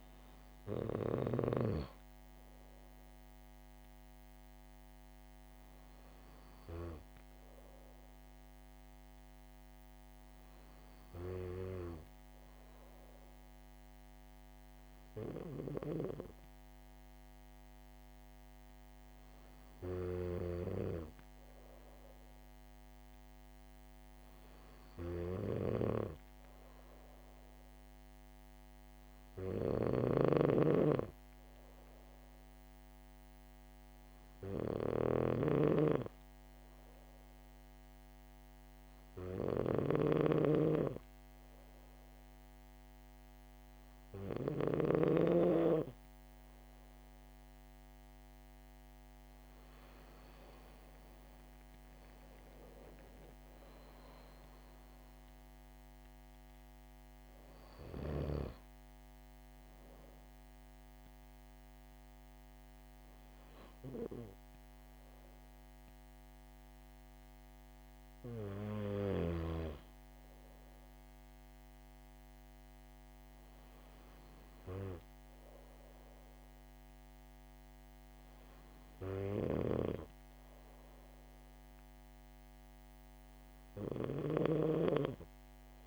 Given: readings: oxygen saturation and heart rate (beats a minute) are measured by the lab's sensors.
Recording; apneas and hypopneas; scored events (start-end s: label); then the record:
breathing in sleep by a microphone on the trachea; none
29.50-44.50 s: snoring (device-marked)
84.00-85.87 s: snoring (device-marked)
From the record:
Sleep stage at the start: N2 (light sleep); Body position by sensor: on the back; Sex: female